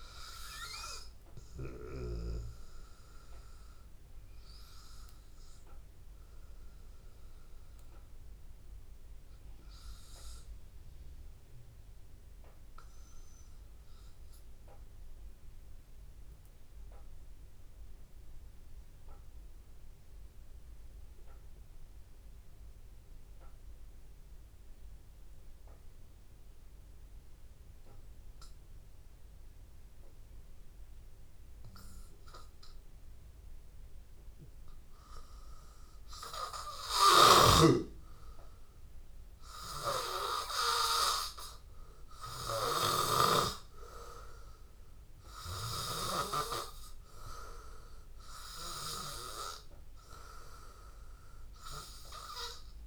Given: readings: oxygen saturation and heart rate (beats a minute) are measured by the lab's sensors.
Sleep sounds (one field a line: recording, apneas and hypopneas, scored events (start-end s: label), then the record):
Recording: breathing in sleep by a room microphone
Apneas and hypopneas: 1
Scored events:
1.00-31.50 s: obstructive apnea (oxygen 97% before, 92% lowest, heart rate 85 before, 81 extreme, up 1 after)
25.50-52.86 s: oxygen desaturation (device-marked, oxygen 99% before, 92% lowest, heart rate 82 before, 74 extreme)
33.00-36.50 s: arousal
From the record:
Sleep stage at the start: N2 (light sleep)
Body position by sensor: on the back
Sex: male